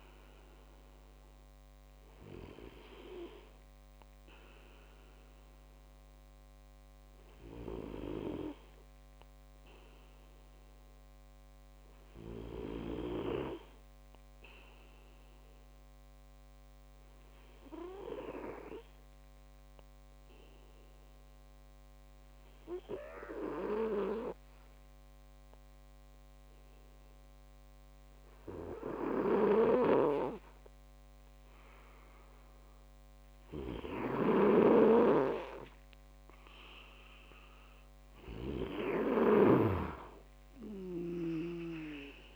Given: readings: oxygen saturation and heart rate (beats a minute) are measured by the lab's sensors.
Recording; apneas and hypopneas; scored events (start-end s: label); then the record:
breathing in sleep by a microphone on the trachea; 1
0.00-5.50 s: oxygen desaturation (device-marked, oxygen 89% lowest)
6.50-31.50 s: obstructive apnea (oxygen 97% before, 92% lowest)
32.50-36.00 s: arousal
33.50-42.36 s: oxygen desaturation (device-marked, oxygen 97% before, 92% lowest)
34.00-42.36 s: snoring (device-marked)
From the record:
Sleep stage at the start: N2 (light sleep); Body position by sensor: on the back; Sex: male